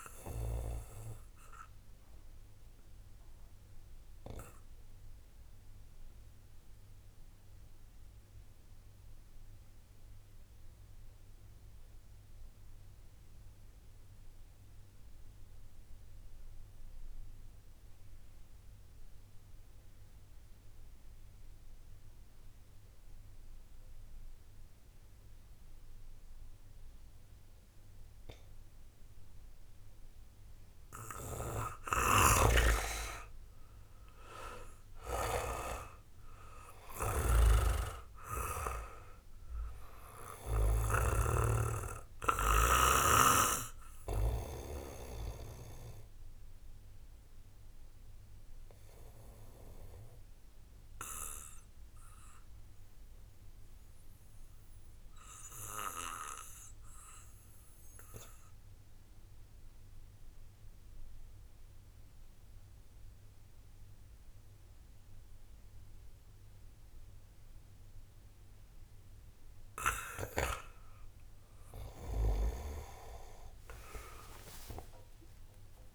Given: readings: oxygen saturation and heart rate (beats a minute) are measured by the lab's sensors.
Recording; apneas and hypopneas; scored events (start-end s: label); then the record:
breathing in sleep by a room microphone; 2
0.00-17.00 s: oxygen desaturation (device-marked, oxygen 91% lowest, heart rate 38 extreme)
2.00-29.50 s: obstructive apnea (oxygen 98% before, 88% lowest)
30.00-59.00 s: oxygen desaturation (device-marked, oxygen 96% before, 88% lowest)
31.50-36.00 s: arousal
32.00-41.00 s: snoring (device-marked)
44.50-68.50 s: mixed apnea (oxygen 96% before, 88% lowest)
73.50-75.95 s: arousal
From the record:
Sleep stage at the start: REM sleep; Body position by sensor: on the back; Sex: male